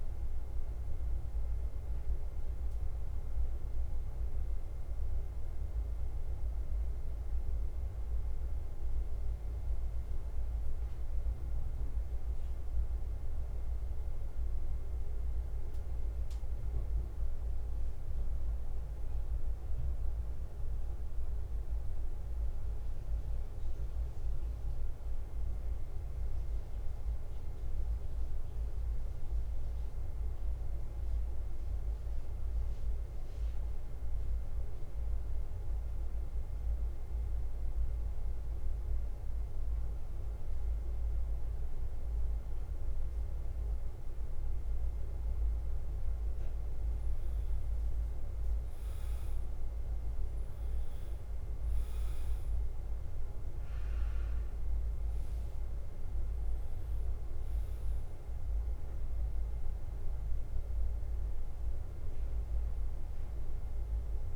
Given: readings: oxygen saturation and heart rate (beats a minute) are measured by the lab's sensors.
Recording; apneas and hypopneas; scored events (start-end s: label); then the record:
breathing in sleep, hard to hear, by a room microphone; 2
0.00-64.36 s: bradycardia (device-marked, heart rate 41 extreme)
1.00-21.00 s: hypopnea (oxygen 99% before, 92% lowest, heart rate 54 before, 51 extreme, up 1 after)
6.00-25.00 s: oxygen desaturation (device-marked, oxygen 95% before, 92% lowest, heart rate 54 before, 51 extreme)
23.00-27.50 s: arousal
31.00-45.50 s: obstructive apnea (oxygen 99% before, 93% lowest, heart rate 55 before, 51 extreme, up 4 after)
48.00-64.36 s: oxygen desaturation (device-marked, oxygen 99% before, 94% lowest, heart rate 53 before, 49 extreme)
54.00-58.50 s: arousal
From the record:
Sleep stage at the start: N2 (light sleep); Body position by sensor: on the back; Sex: male